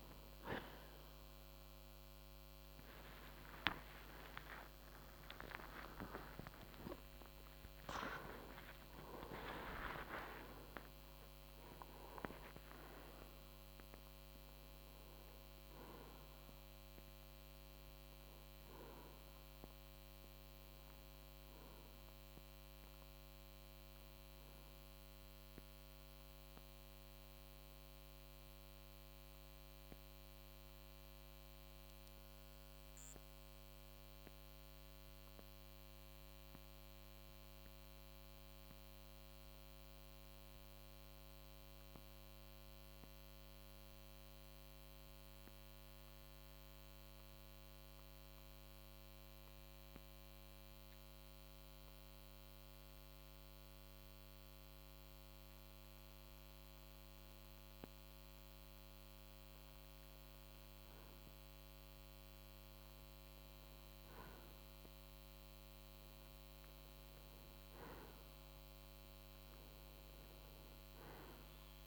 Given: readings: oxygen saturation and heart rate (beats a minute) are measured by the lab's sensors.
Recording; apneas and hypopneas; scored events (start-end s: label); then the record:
breathing in sleep by a microphone on the trachea; 1
0.00-14.50 s: oxygen desaturation (device-marked, oxygen 89% lowest, heart rate 54 extreme)
0.50-7.50 s: tachycardia (device-marked, heart rate 54 before, 132 extreme)
4.00-9.50 s: arousal
29.00-55.50 s: mixed apnea (oxygen 93% before, 91% lowest, heart rate 72 before, 52 extreme, up 3 after)
64.00-68.50 s: arousal
From the record:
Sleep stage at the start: N2 (light sleep); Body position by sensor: on the right side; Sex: male